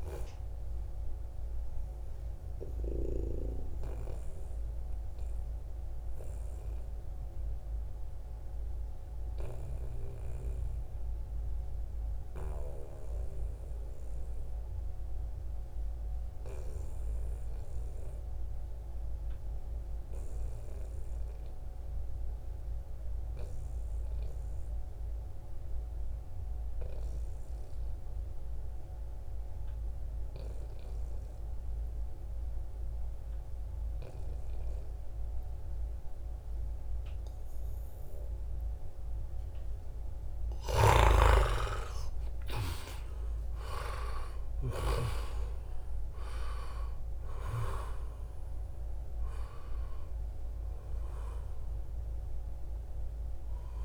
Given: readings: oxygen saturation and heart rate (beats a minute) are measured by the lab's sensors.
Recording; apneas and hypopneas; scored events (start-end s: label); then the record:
breathing in sleep by a room microphone; 1
0.00-9.00 s: oxygen desaturation (device-marked, oxygen 88% lowest, heart rate 63 extreme)
0.50-39.50 s: mixed apnea (oxygen 96% before, 84% lowest, heart rate 72 before, 63 extreme, up 11 after)
23.00-47.00 s: oxygen desaturation (device-marked, oxygen 96% before, 89% lowest, heart rate 68 before, 63 extreme)
39.50-44.00 s: snoring (device-marked)
41.50-45.50 s: arousal
49.00-53.85 s: oxygen desaturation (device-marked, oxygen 94% before, 84% lowest, heart rate 66 before, 66 extreme)
From the record:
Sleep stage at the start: N2 (light sleep); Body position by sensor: on the back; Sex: male